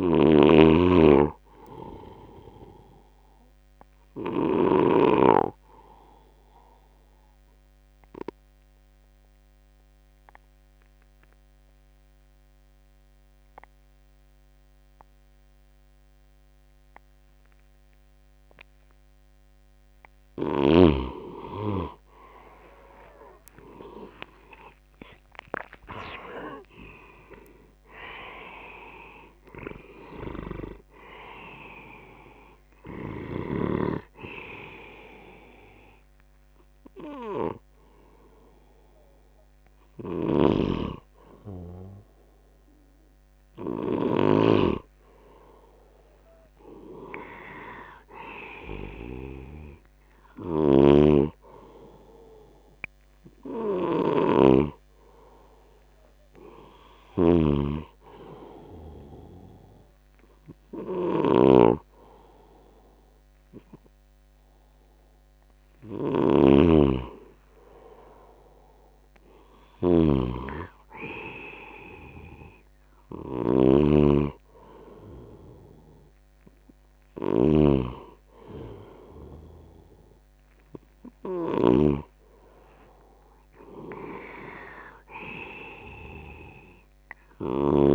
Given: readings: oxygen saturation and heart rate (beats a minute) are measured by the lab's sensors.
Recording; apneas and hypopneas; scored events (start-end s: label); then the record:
breathing in sleep by a microphone on the trachea; 2
0.00-5.00 s: snoring (device-marked)
0.00-13.00 s: oxygen desaturation (device-marked, oxygen 89% lowest, heart rate 63 extreme)
3.50-18.50 s: obstructive apnea (oxygen 98% before, 89% lowest, heart rate 77 before, 64 extreme, up 16 after)
24.50-29.00 s: arousal
28.00-46.00 s: oxygen desaturation (device-marked, oxygen 97% before, 91% lowest, heart rate 73 before, 64 extreme)
34.50-46.50 s: hypopnea (oxygen 97% before, 91% lowest, heart rate 77 before, 64 extreme, up 14 after)
40.00-44.00 s: snoring (device-marked)
48.00-50.50 s: arousal
50.50-87.95 s: snoring (device-marked)
From the record:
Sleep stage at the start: N2 (light sleep); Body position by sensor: on the left side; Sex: male